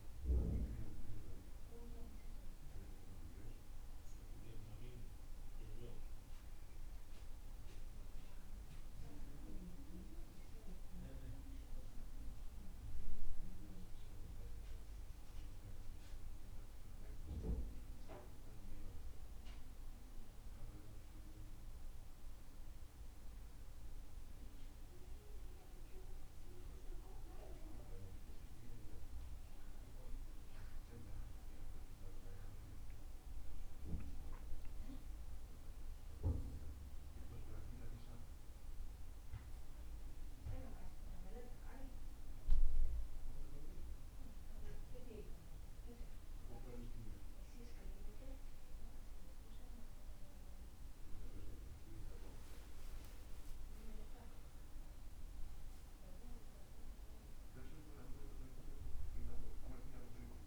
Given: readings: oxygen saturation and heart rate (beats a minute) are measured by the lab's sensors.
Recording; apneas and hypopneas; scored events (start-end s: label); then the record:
a person awake in a sleep study, by a room microphone; none
60.00-60.47 s: new sleep stage, N2 (light sleep)
From the record:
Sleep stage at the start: awake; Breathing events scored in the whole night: 72 in 3.9 hours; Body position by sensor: on the back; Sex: male